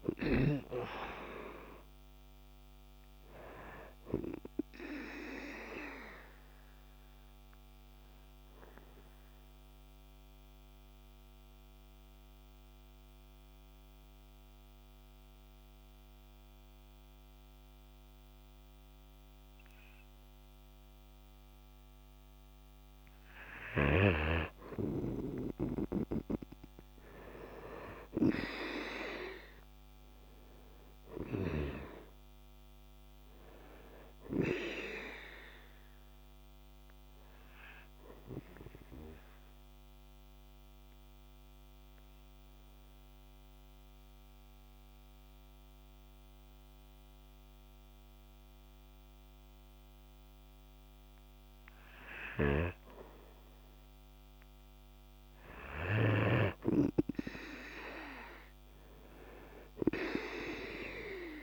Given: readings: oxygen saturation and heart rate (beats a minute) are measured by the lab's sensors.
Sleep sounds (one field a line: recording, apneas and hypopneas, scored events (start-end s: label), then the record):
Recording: breathing in sleep by a microphone on the trachea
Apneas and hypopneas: 2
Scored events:
8.50-23.50 s: mixed apnea (oxygen 96% before, 91% lowest, heart rate 54 before, 48 extreme, up 9 after)
23.00-30.00 s: oxygen desaturation (device-marked, oxygen 96% before, 93% lowest, heart rate 51 before, 48 extreme)
30.00-34.00 s: arousal
39.50-53.00 s: obstructive apnea (oxygen 97% before, 91% lowest, heart rate 53 before, 48 extreme, up 6 after)
52.50-56.50 s: snoring (device-marked)
53.00-59.00 s: oxygen desaturation (device-marked, oxygen 97% before, 91% lowest, heart rate 50 before, 47 extreme)
54.00-58.00 s: arousal
From the record:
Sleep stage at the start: N2 (light sleep)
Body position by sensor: on the right side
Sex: male